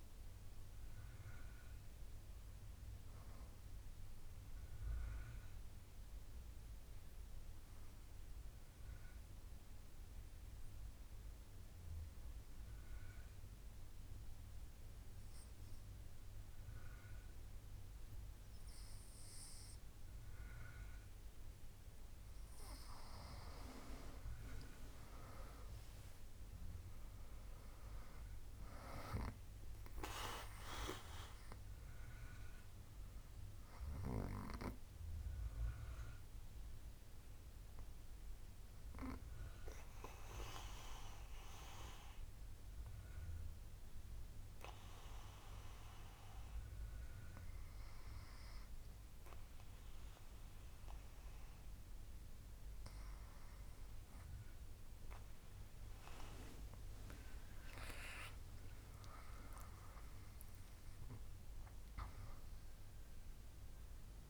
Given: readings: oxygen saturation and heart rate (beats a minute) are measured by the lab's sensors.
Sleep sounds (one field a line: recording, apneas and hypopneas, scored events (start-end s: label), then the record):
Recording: breathing in sleep by a room microphone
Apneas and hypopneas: 2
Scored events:
4.00-21.50 s: obstructive apnea (oxygen 98% before, 94% lowest, heart rate 78 before, 67 extreme, up 4 after)
25.00-29.50 s: arousal
36.00-56.50 s: obstructive apnea (oxygen 98% before, 94% lowest, heart rate 72 before, 65 extreme, up 6 after)
59.00-63.00 s: arousal
From the record:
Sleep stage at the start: N2 (light sleep)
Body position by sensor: on the back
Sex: female